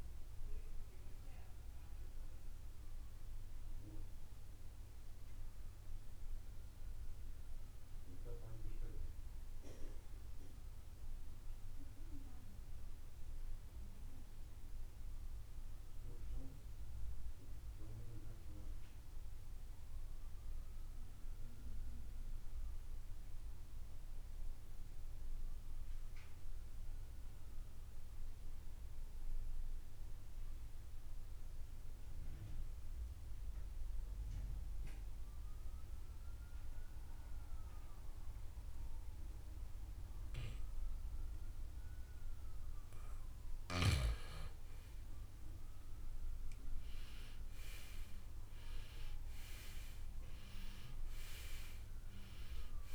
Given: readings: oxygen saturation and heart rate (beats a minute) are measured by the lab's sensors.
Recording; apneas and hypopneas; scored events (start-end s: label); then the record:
breathing in sleep by a room microphone; 1
0.00-18.00 s: oxygen desaturation (device-marked, oxygen 80% lowest, heart rate 59 extreme)
2.50-42.50 s: mixed apnea (oxygen 95% before, 79% lowest, heart rate 84 before, 59 extreme, up 19 after)
6.00-52.95 s: new sleep stage, N2 (light sleep)
40.00-52.95 s: oxygen desaturation (device-marked, oxygen 98% before, 79% lowest, heart rate 67 before, 47 extreme)
44.00-49.50 s: arousal
From the record:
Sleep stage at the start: N1 (lightest sleep); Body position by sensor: on the right side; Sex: male